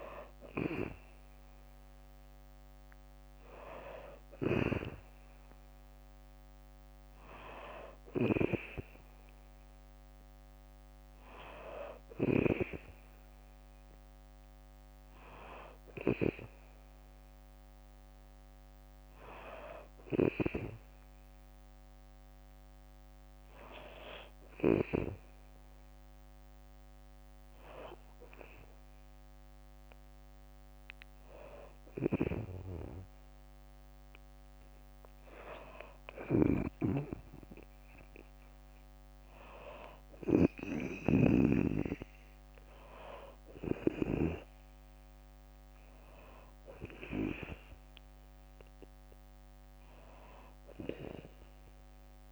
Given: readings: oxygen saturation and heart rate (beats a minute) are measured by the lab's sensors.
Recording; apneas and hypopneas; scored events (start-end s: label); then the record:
breathing in sleep by a microphone on the trachea; none
3.50-16.50 s: oxygen desaturation (device-marked, oxygen 97% before, 93% lowest, heart rate 63 before, 62 extreme)
24.50-33.50 s: drop in pulse transit time (device-marked, heart rate 64 before, 62 extreme)
35.50-40.00 s: snoring (device-marked)
45.50-52.32 s: drop in pulse transit time (device-marked, heart rate 63 before, 63 extreme)
From the record:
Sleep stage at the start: N2 (light sleep); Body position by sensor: on the back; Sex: female